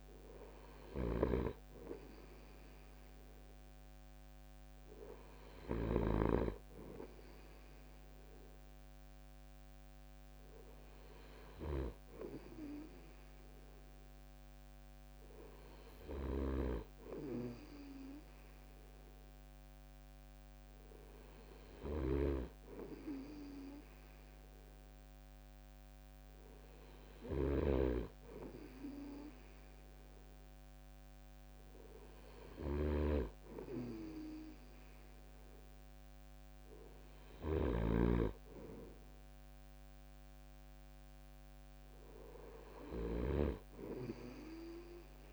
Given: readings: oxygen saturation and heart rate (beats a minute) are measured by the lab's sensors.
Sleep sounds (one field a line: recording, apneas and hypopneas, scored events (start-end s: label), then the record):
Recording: breathing in sleep by a microphone on the trachea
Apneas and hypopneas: none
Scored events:
0.00-45.33 s: snoring (device-marked)
From the record:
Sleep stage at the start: N2 (light sleep)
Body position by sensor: on the right side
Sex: male